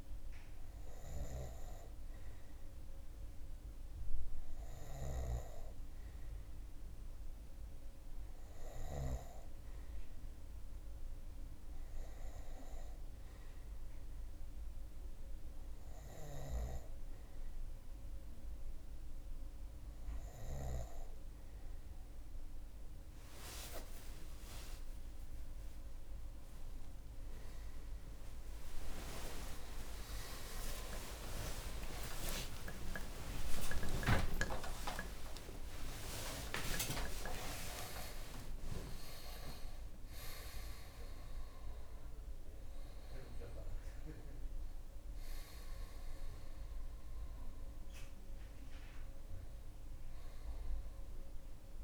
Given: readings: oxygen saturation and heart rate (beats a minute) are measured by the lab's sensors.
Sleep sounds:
a person awake in a sleep study, by a room microphone; none
12.50-42.50 s: new sleep stage, awake
42.50-51.84 s: new sleep stage, N1 (lightest sleep)
From the record:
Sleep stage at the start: N2 (light sleep); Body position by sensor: on the right side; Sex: male

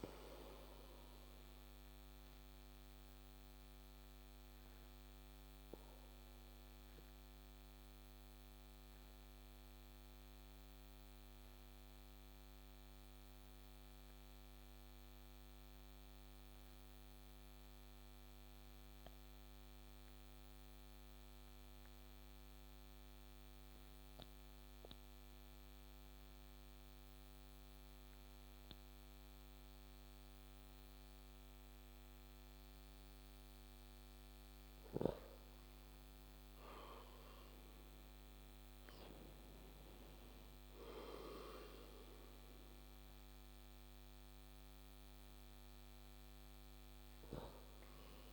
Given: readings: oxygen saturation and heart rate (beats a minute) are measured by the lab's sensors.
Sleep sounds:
breathing in sleep by a microphone on the trachea; 1
0.00-13.50 s: oxygen desaturation (device-marked, oxygen 92% lowest)
1.50-33.00 s: obstructive apnea (oxygen 97% before, 90% lowest)
35.00-38.50 s: arousal
From the record:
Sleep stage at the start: N2 (light sleep); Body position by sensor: on the back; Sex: male

